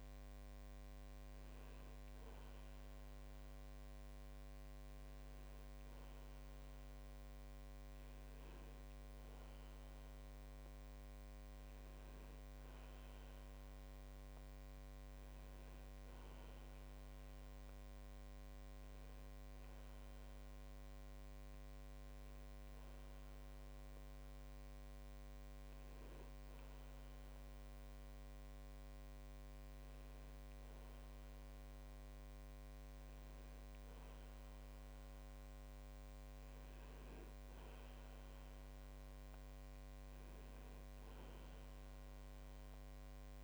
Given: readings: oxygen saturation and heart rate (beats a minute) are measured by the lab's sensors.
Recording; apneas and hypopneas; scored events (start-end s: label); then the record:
breathing in sleep, hard to hear, by a microphone on the trachea; none
none scored
From the record:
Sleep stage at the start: N2 (light sleep); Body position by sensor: on the back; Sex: male